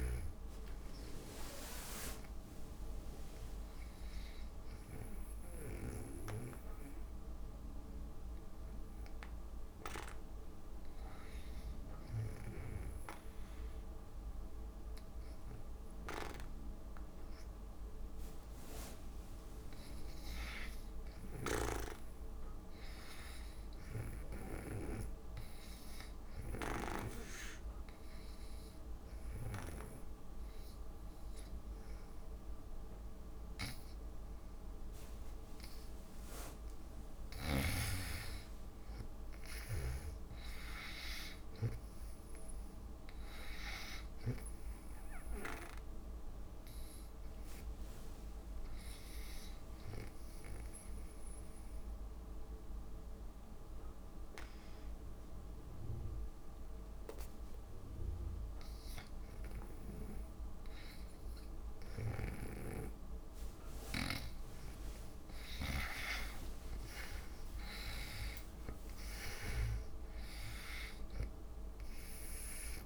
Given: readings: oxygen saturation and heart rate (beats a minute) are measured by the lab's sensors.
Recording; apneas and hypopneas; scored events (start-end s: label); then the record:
breathing in sleep by a room microphone; 3
0.00-7.00 s: oxygen desaturation (device-marked, oxygen 82% lowest)
3.50-18.50 s: hypopnea (oxygen 92% before, 84% lowest)
20.00-23.50 s: arousal
23.00-37.00 s: oxygen desaturation (device-marked, oxygen 97% before, 88% lowest)
27.50-37.50 s: obstructive apnea (oxygen 97% before, 84% lowest)
39.00-43.00 s: arousal
42.00-58.00 s: oxygen desaturation (device-marked, oxygen 92% before, 84% lowest)
50.50-60.50 s: obstructive apnea (oxygen 95% before, 75% lowest)
62.50-66.50 s: snoring (device-marked)
62.50-67.00 s: arousal
66.00-72.86 s: oxygen desaturation (device-marked, oxygen 96% before, 87% lowest)
From the record:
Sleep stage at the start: N2 (light sleep); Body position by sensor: on the back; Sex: female